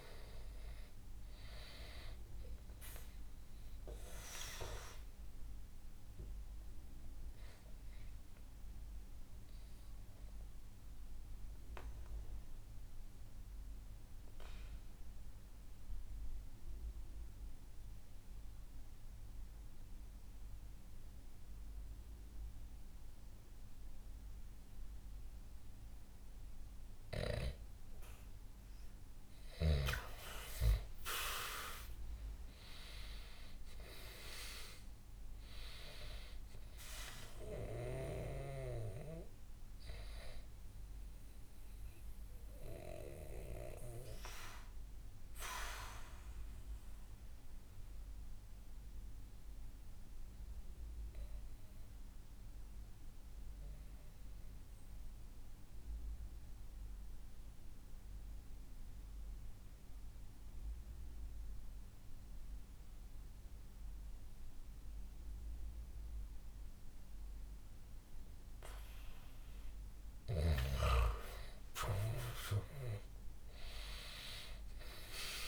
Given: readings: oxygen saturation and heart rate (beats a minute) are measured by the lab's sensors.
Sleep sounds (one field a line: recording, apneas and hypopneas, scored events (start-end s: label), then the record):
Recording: breathing in sleep by a room microphone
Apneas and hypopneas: 2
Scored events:
0.00-23.50 s: oxygen desaturation (device-marked, oxygen 92% lowest, heart rate 61 extreme)
4.00-26.00 s: mixed apnea (oxygen 98% before, 92% lowest, heart rate 67 before, 60 extreme, up 8 after)
28.50-33.00 s: arousal
40.50-68.00 s: obstructive apnea (oxygen 98% before, 91% lowest, heart rate 69 before, 60 extreme, up 9 after)
72.50-75.47 s: oxygen desaturation (device-marked, oxygen 97% before, 91% lowest, heart rate 64 before, 62 extreme)
73.00-75.47 s: arousal
From the record:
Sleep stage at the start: N2 (light sleep)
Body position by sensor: on the back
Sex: male